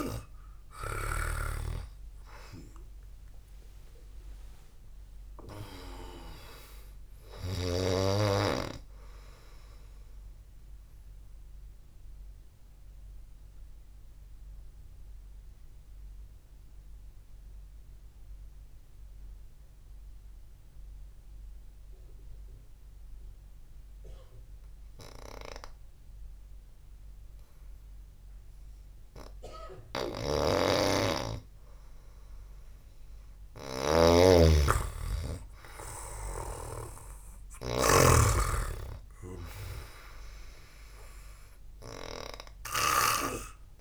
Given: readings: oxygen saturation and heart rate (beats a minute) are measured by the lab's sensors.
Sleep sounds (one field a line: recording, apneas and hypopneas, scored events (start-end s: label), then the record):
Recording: breathing in sleep by a room microphone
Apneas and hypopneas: 1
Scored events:
0.00-29.00 s: oxygen desaturation (device-marked, oxygen 89% lowest, heart rate 54 extreme)
12.50-26.00 s: mixed apnea (oxygen 98% before, 89% lowest, heart rate 59 before, 54 extreme, up 3 after)
29.00-33.00 s: arousal
30.00-38.50 s: snoring (device-marked)
34.00-40.00 s: oxygen desaturation (device-marked, oxygen 98% before, 94% lowest, heart rate 65 before, 55 extreme)
From the record:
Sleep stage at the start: N2 (light sleep)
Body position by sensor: on the back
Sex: male